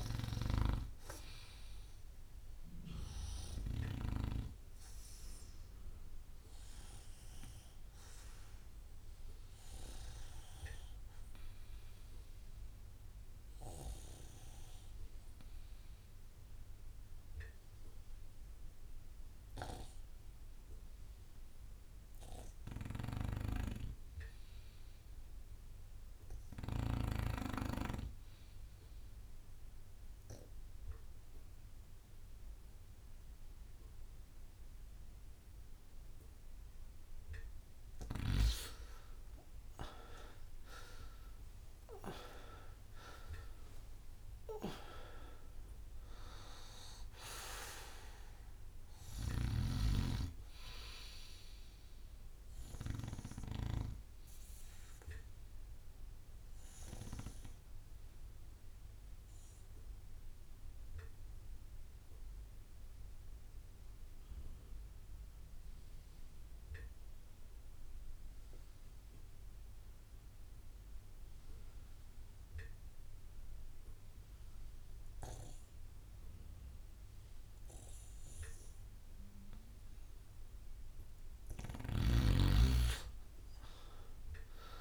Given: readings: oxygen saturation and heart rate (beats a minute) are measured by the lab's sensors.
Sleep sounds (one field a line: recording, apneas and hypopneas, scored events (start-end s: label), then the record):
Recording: breathing in sleep by a room microphone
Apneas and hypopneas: 2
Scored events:
0.00-15.50 s: oxygen desaturation (device-marked, oxygen 94% lowest)
3.00-23.50 s: obstructive apnea (oxygen 99% before, 92% lowest)
30.50-45.50 s: oxygen desaturation (device-marked, oxygen 98% before, 93% lowest)
39.50-44.50 s: arousal
54.50-79.00 s: obstructive apnea (oxygen 98% before, 90% lowest)
79.50-84.81 s: oxygen desaturation (device-marked, oxygen 99% before, 90% lowest)
83.50-84.81 s: arousal
From the record:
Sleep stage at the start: N2 (light sleep)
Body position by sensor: on the right side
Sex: male